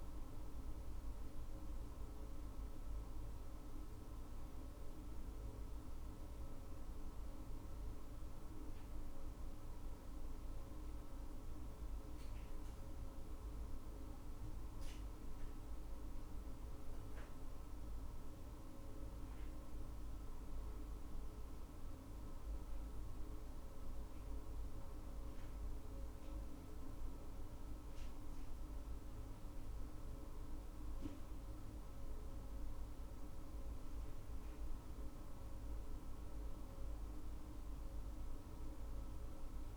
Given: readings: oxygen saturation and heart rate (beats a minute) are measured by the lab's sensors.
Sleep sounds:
breathing in sleep, hard to hear, by a room microphone; none
none scored
From the record:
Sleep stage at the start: N2 (light sleep); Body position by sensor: on the right side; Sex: female

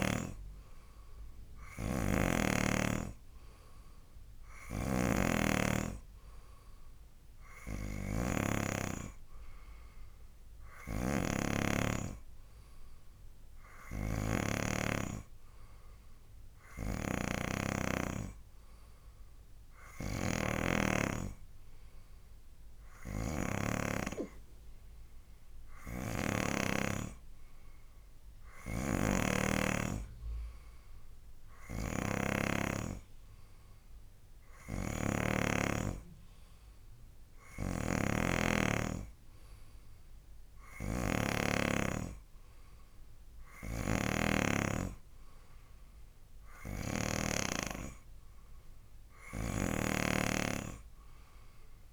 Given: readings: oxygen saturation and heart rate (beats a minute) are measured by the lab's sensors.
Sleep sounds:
breathing in sleep by a room microphone; none
0.00-14.00 s: oxygen desaturation (device-marked, oxygen 96% before, 93% lowest, heart rate 71 before, 63 extreme)
2.00-24.00 s: snoring (device-marked)
26.00-47.50 s: snoring (device-marked)
49.50-51.93 s: snoring (device-marked)
From the record:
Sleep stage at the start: N2 (light sleep); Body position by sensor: on the right side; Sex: male

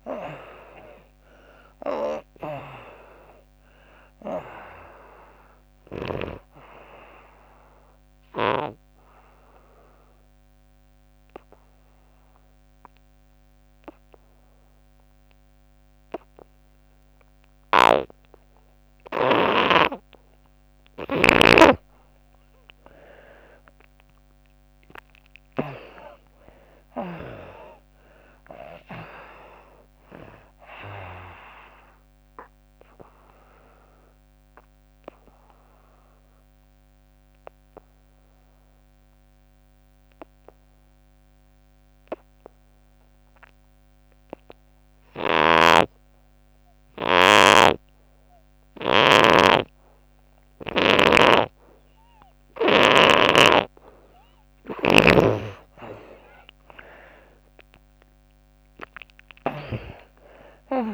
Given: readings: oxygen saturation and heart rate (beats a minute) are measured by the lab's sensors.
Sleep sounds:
breathing in sleep by a microphone on the trachea; 2
0.00-3.00 s: arousal
0.00-15.00 s: oxygen desaturation (device-marked, oxygen 86% lowest, heart rate 72 extreme)
8.50-21.00 s: obstructive apnea (oxygen 98% before, 82% lowest, heart rate 82 before, 66 extreme, up 29 after)
22.50-26.00 s: arousal
30.00-41.00 s: oxygen desaturation (device-marked, oxygen 96% before, 83% lowest, heart rate 82 before, 66 extreme)
31.50-52.50 s: obstructive apnea (oxygen 97% before, 82% lowest, heart rate 83 before, 66 extreme, up 42 after)
45.00-53.00 s: snoring (device-marked)
57.00-60.50 s: arousal
57.00-60.94 s: oxygen desaturation (device-marked, oxygen 97% before, 82% lowest, heart rate 71 before, 67 extreme)
From the record:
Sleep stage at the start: N2 (light sleep); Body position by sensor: on the back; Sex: female

